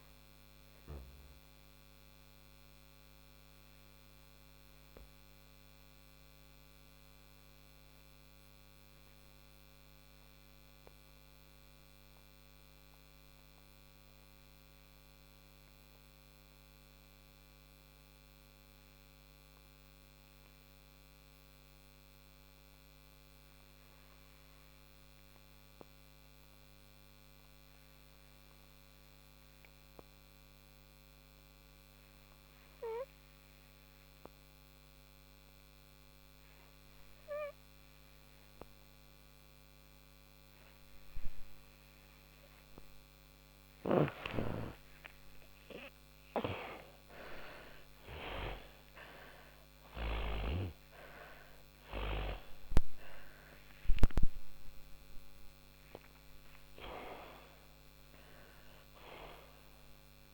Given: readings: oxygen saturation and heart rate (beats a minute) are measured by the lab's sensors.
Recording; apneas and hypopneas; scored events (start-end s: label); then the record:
breathing in sleep by a microphone on the trachea; 1
0.00-15.50 s: oxygen desaturation (device-marked, oxygen 81% lowest, heart rate 52 extreme)
1.50-39.50 s: hypopnea (oxygen 97% before, 81% lowest, heart rate 110 before, 52 extreme)
27.50-60.34 s: oxygen desaturation (device-marked, oxygen 99% before, 82% lowest, heart rate 67 before, 48 extreme)
41.50-47.00 s: arousal
From the record:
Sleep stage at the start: N2 (light sleep); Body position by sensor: on the back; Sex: female